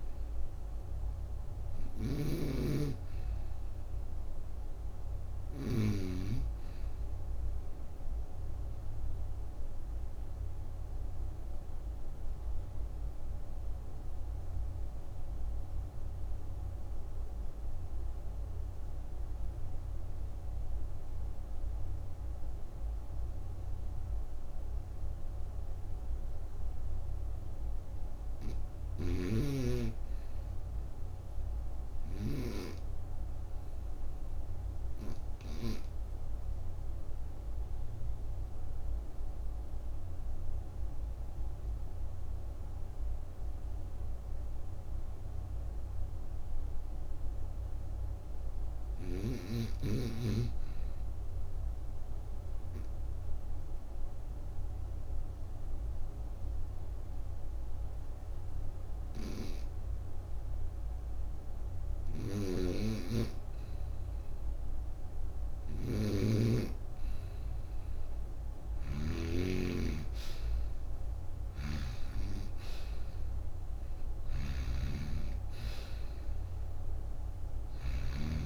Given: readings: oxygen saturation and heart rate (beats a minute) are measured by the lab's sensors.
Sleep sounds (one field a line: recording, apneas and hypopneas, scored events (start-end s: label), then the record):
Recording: breathing in sleep by a room microphone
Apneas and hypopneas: 1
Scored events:
0.00-5.50 s: snoring (device-marked)
7.50-63.50 s: obstructive apnea (oxygen 96% before, 81% lowest, heart rate 50 before, 34 extreme, up 12 after)
14.50-31.50 s: oxygen desaturation (device-marked, oxygen 92% before, 88% lowest, heart rate 51 before, 34 extreme)
42.50-78.46 s: oxygen desaturation (device-marked, oxygen 97% before, 87% lowest)
62.00-69.00 s: snoring (device-marked)
67.00-71.00 s: arousal
71.00-78.46 s: snoring (device-marked)
From the record:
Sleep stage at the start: N2 (light sleep)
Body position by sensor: on the right side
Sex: female